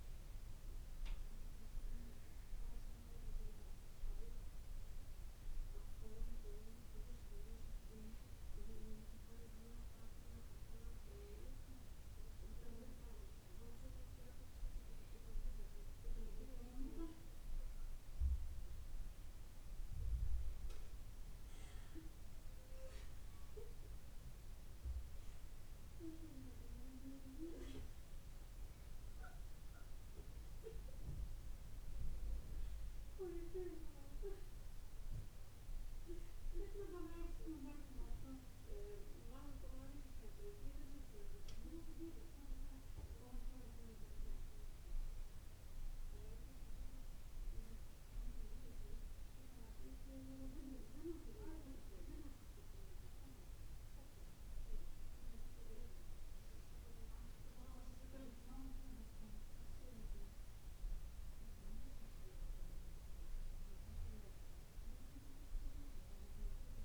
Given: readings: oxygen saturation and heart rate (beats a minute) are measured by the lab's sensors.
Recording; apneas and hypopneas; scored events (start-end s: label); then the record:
breathing in sleep by a room microphone; none
none scored
From the record:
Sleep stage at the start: N2 (light sleep); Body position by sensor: on the back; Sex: female